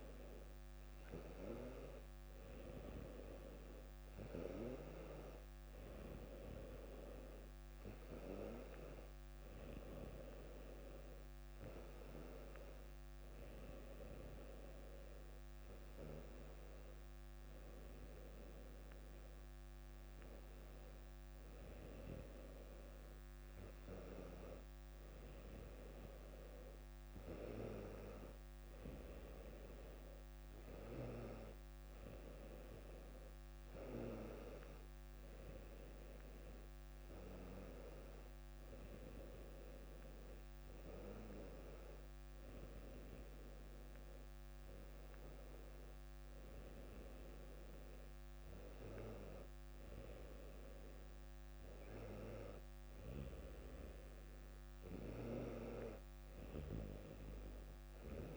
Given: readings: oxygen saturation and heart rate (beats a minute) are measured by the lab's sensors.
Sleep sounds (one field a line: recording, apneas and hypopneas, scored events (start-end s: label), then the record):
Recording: breathing in sleep by a microphone on the trachea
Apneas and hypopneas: none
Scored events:
none scored
From the record:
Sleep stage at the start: N2 (light sleep)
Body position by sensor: on the back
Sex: female